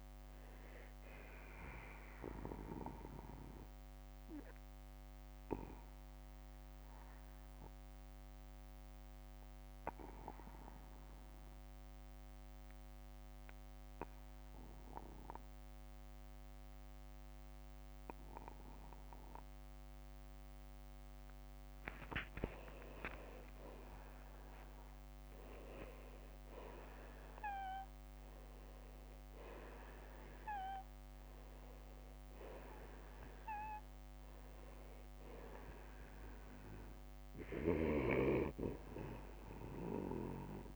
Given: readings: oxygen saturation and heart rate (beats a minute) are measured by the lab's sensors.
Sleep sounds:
breathing in sleep by a microphone on the trachea; 1
0.50-7.50 s: oxygen desaturation (device-marked, oxygen 92% before, 86% lowest, heart rate 61 before, 49 extreme)
2.50-20.50 s: obstructive apnea (oxygen 93% before, 86% lowest, heart rate 59 before, 49 extreme, up 14 after)
12.00-14.00 s: long interval between heartbeats (device-marked, heart rate 56 before, 60 extreme)
21.50-26.00 s: arousal
From the record:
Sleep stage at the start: N2 (light sleep); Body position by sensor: on the back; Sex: male

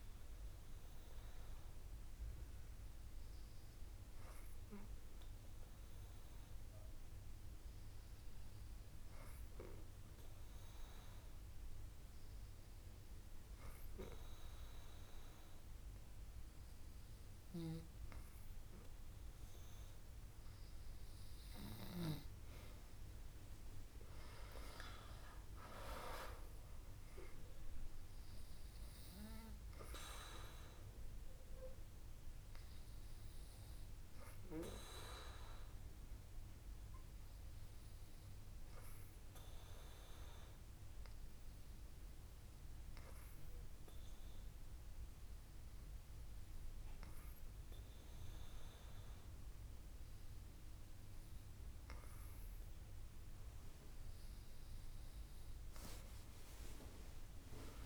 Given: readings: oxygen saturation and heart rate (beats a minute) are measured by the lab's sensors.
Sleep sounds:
breathing in sleep by a room microphone; 2
1.00-18.00 s: hypopnea (oxygen 99% before, 96% lowest, heart rate 69 before, 63 extreme, up 3 after)
24.00-27.50 s: arousal
37.50-50.50 s: hypopnea (oxygen 99% before, 96% lowest, heart rate 68 before, 59 extreme, up 4 after)
54.00-57.86 s: arousal
From the record:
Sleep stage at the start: N2 (light sleep); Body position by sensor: on the back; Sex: female

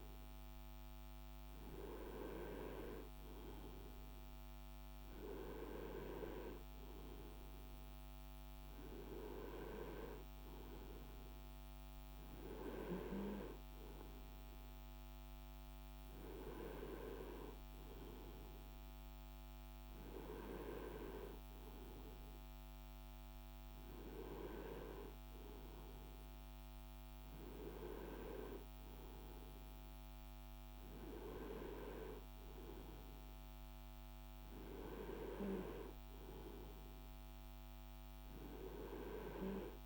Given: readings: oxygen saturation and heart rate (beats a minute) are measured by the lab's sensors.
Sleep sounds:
breathing in sleep by a microphone on the trachea; none
none scored
From the record:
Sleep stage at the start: N2 (light sleep); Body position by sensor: on the right side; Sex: male

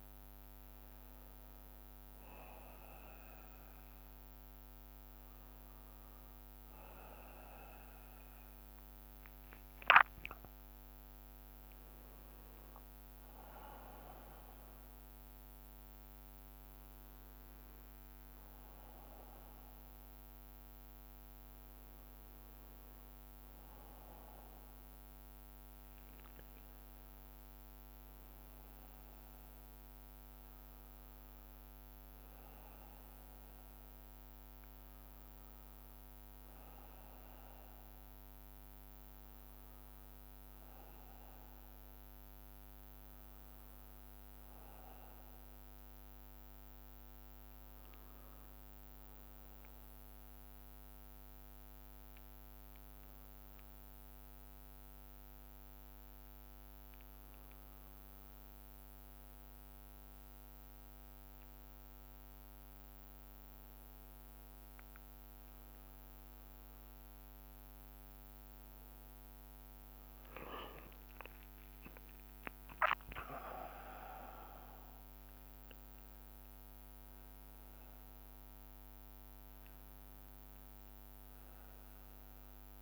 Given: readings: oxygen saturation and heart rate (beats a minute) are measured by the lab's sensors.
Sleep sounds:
a person partly awake in a sleep study, by a microphone on the trachea; 1
0.00-82.82 s: bradycardia (device-marked)
0.50-9.50 s: drop in pulse transit time (device-marked)
3.50-82.82 s: new sleep stage, N1 (lightest sleep)
11.00-13.00 s: long interval between heartbeats (device-marked)
16.50-18.50 s: long interval between heartbeats (device-marked, heart rate 31 before, 38 extreme)
21.50-23.50 s: long interval between heartbeats (device-marked)
27.50-43.50 s: oxygen desaturation (device-marked, oxygen 93% before, 90% lowest)
29.50-41.50 s: drop in pulse transit time (device-marked)
43.00-46.50 s: arousal
47.00-49.00 s: long interval between heartbeats (device-marked)
49.50-65.00 s: hypopnea (oxygen 93% before, 89% lowest)
51.50 s: drop in pulse transit time (device-marked)
52.50-54.50 s: long interval between heartbeats (device-marked)
53.50-61.50 s: drop in pulse transit time (device-marked)
57.00-59.00 s: long interval between heartbeats (device-marked)
61.00-63.00 s: long interval between heartbeats (device-marked, heart rate 32 before, 28 extreme)
68.50-72.50 s: arousal
From the record:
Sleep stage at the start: awake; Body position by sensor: on the right side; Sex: male

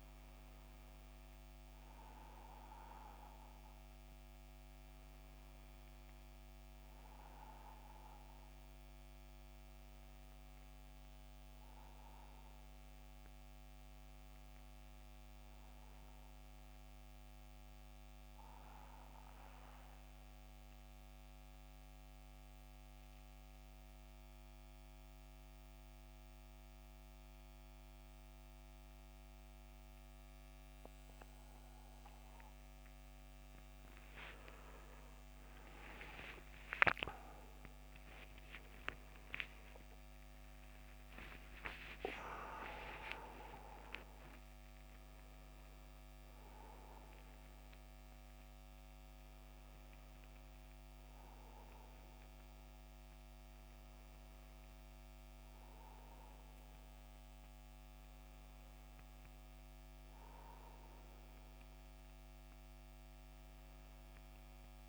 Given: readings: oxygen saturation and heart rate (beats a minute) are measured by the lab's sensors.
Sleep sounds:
breathing in sleep by a microphone on the trachea; 1
18.00-32.50 s: mixed apnea (oxygen 93% before, 89% lowest, heart rate 81 before, 73 extreme, up 15 after)
34.50-39.50 s: arousal
38.00-60.00 s: oxygen desaturation (device-marked, oxygen 93% before, 89% lowest, heart rate 76 before, 78 extreme)
46.00-64.89 s: new sleep stage, N1 (lightest sleep)
From the record:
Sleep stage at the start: N2 (light sleep); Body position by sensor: on the back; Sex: male

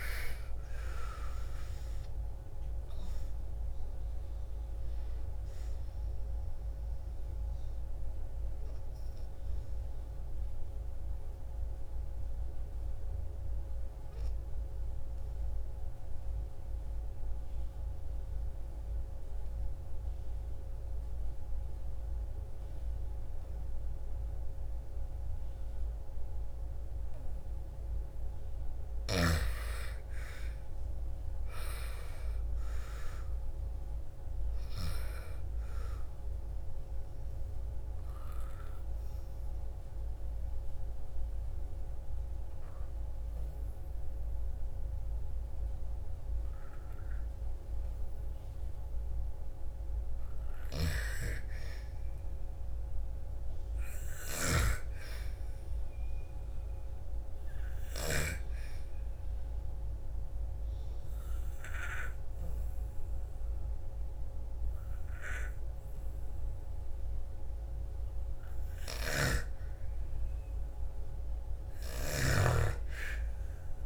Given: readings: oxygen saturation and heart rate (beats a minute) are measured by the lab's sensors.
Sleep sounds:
breathing in sleep by a room microphone; 3
0.00-4.00 s: arousal
0.50-24.50 s: oxygen desaturation (device-marked, oxygen 95% before, 86% lowest, heart rate 59 before, 55 extreme)
8.50-26.50 s: obstructive apnea (oxygen 95% before, 86% lowest, heart rate 64 before, 55 extreme, up 9 after)
26.50-49.50 s: oxygen desaturation (device-marked, oxygen 98% before, 86% lowest, heart rate 60 before, 55 extreme)
29.50-34.00 s: arousal
36.50-48.50 s: obstructive apnea (oxygen 98% before, 86% lowest, heart rate 61 before, 55 extreme, up 4 after)
50.00-57.50 s: snoring (device-marked)
51.50-55.50 s: arousal
57.50-68.50 s: oxygen desaturation (device-marked, oxygen 98% before, 93% lowest, heart rate 59 before, 55 extreme)
58.50-69.00 s: obstructive apnea (oxygen 98% before, 89% lowest, heart rate 58 before, 55 extreme, up 3 after)
68.00-72.00 s: snoring (device-marked)
70.50-73.86 s: arousal
From the record:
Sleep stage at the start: N2 (light sleep); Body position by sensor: on the back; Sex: female

